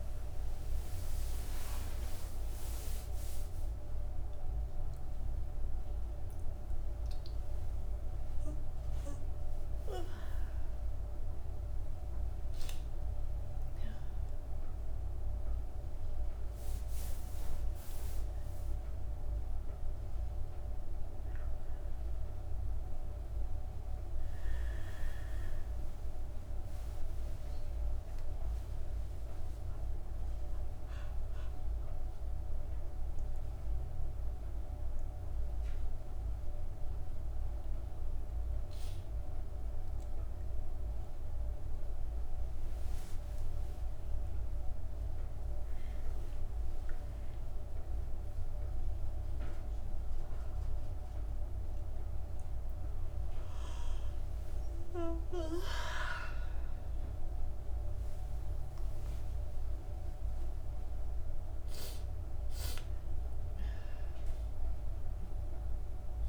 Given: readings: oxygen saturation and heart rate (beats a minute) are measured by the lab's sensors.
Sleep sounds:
a person awake in a sleep study, hard to hear, by a room microphone; none
none scored
From the record:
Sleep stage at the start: awake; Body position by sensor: on the back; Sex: female

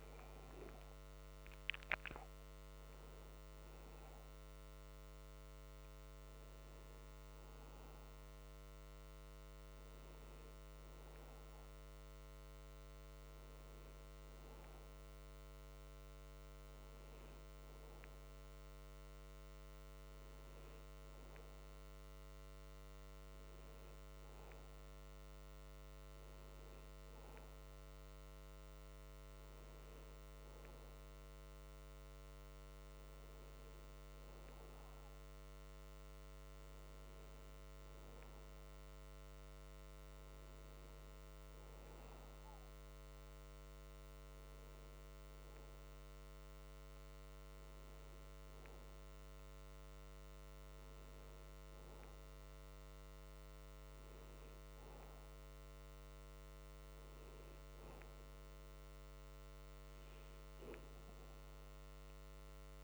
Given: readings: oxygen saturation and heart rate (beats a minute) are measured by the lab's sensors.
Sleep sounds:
breathing in sleep, hard to hear, by a microphone on the trachea; none
none scored
From the record:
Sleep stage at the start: N2 (light sleep); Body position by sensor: on the back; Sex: male

